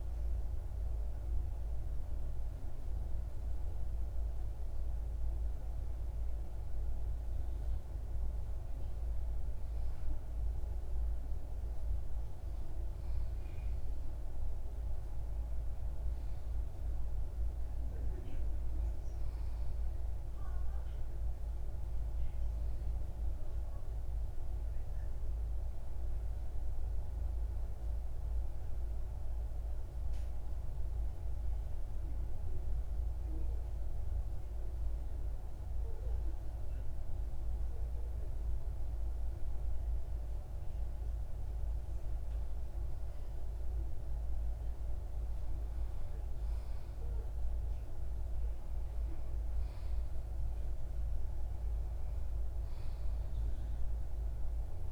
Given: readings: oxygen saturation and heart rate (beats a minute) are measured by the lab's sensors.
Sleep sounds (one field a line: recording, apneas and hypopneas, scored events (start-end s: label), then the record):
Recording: breathing in sleep, hard to hear, by a room microphone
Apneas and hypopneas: 1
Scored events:
27.50-42.50 s: hypopnea (oxygen 95% before, 92% lowest, heart rate 50 before, 27 extreme, up 1 after)
45.00-49.00 s: arousal
From the record:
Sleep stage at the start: N2 (light sleep)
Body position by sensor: on the left side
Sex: male